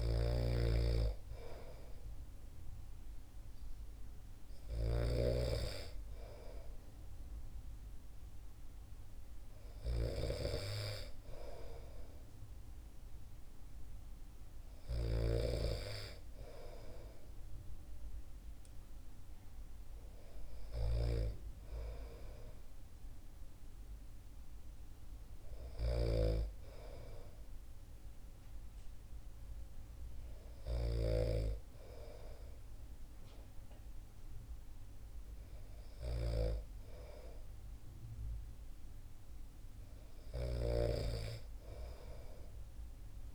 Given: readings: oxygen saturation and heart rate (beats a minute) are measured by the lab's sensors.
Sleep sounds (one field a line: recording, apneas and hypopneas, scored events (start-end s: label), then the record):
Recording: breathing in sleep by a room microphone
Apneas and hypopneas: none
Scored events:
0.00-5.00 s: snoring (device-marked)
From the record:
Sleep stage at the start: N2 (light sleep)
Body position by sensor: on the back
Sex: male